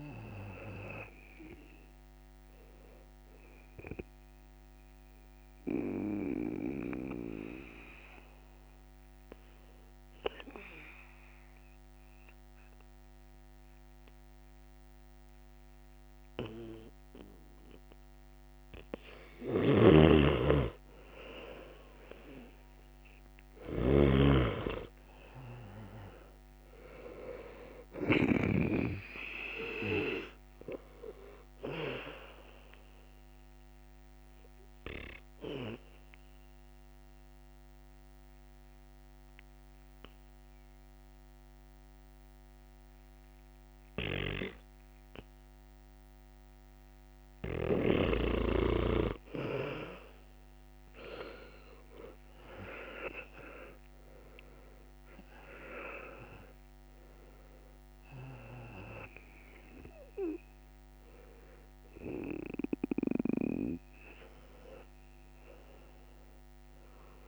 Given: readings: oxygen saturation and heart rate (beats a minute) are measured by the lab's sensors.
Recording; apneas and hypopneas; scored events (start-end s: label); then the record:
breathing in sleep by a microphone on the trachea; 2
4.00-18.50 s: obstructive apnea (oxygen 97% before, 90% lowest, heart rate 69 before, 68 extreme, up 1 after)
12.50-22.50 s: oxygen desaturation (device-marked, oxygen 96% before, 92% lowest, heart rate 71 before, 68 extreme)
19.00-24.00 s: snoring (device-marked)
23.00-27.50 s: arousal
33.00-47.00 s: obstructive apnea (oxygen 98% before, 90% lowest, heart rate 71 before, 68 extreme, up 4 after)
34.50-49.50 s: oxygen desaturation (device-marked, oxygen 98% before, 90% lowest, heart rate 72 before, 68 extreme)
50.00-55.00 s: arousal
From the record:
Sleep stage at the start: N2 (light sleep); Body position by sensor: on the back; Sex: male